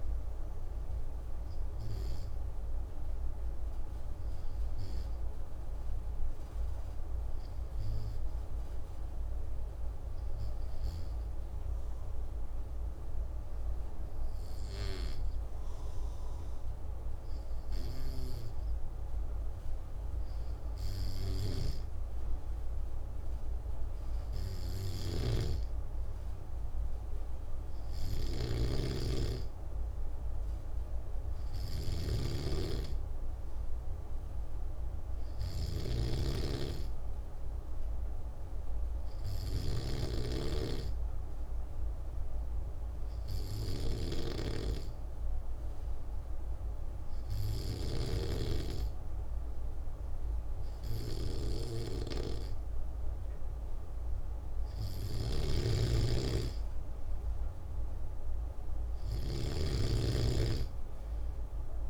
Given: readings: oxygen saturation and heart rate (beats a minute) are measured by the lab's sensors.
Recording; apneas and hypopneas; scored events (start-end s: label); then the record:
breathing in sleep by a room microphone; 2
6.00-19.00 s: obstructive apnea (oxygen 97% before, 92% lowest, heart rate 173 before, 135 extreme, up 58 after)
21.00-26.00 s: arousal
24.50-39.50 s: snoring (device-marked)
38.00-54.50 s: hypopnea (oxygen 97% before, 92% lowest, heart rate 176 before, 145 extreme, up 52 after)
54.50-61.90 s: snoring (device-marked)
From the record:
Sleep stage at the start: N2 (light sleep); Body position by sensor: on the back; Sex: male